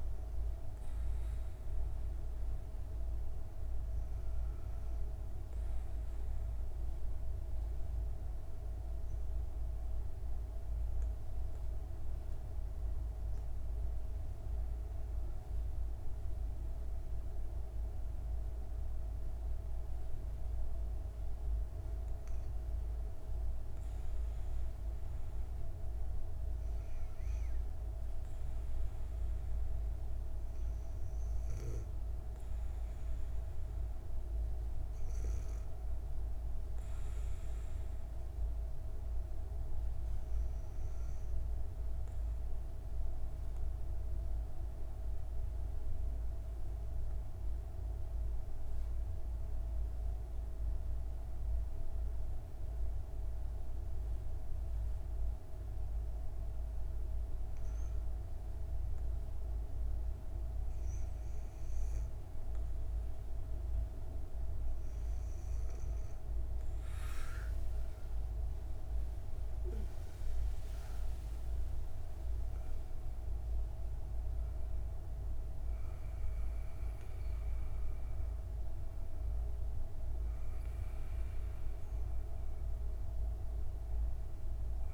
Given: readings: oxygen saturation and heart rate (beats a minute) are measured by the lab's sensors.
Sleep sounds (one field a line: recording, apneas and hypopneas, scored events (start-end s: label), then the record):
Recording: breathing in sleep, hard to hear, by a room microphone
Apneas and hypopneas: 2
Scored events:
5.00-21.00 s: obstructive apnea (oxygen 96% before, 94% lowest, heart rate 61 before, 58 extreme, up 2 after)
22.00-27.50 s: arousal
41.00-57.00 s: obstructive apnea (oxygen 98% before, 94% lowest, heart rate 61 before, 54 extreme, up 8 after)
45.00-84.94 s: new sleep stage, REM sleep
67.00-72.50 s: arousal
From the record:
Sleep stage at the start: N2 (light sleep)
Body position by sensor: on the back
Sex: female